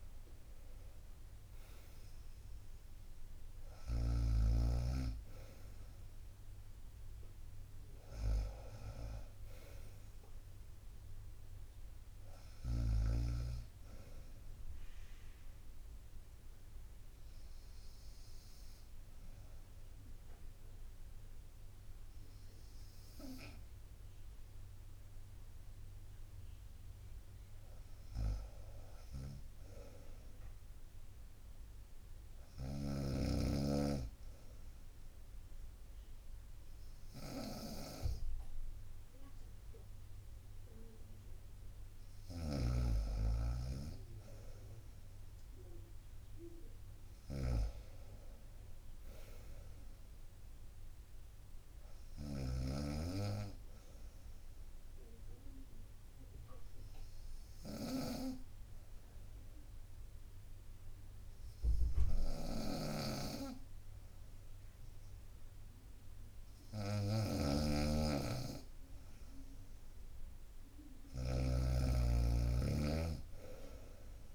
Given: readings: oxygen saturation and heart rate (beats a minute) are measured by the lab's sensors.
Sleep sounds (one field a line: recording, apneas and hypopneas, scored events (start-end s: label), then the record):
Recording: breathing in sleep by a room microphone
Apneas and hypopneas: 2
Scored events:
0.00-1.50 s: arousal
0.00-13.00 s: drop in pulse transit time (device-marked, heart rate 65 extreme)
0.00-23.00 s: oxygen desaturation (device-marked, oxygen 92% lowest, heart rate 63 extreme)
16.00-27.50 s: obstructive apnea (oxygen 95% before, 92% lowest, heart rate 67 before, 63 extreme, up 2 after)
29.50-33.00 s: arousal
32.50-74.35 s: snoring (device-marked)
47.50-51.00 s: arousal
54.00-69.00 s: hypopnea (oxygen 96% before, 93% lowest, heart rate 65 before, 62 extreme, up 3 after)
71.50-74.35 s: arousal
From the record:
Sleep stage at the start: N2 (light sleep)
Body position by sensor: on the right side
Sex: female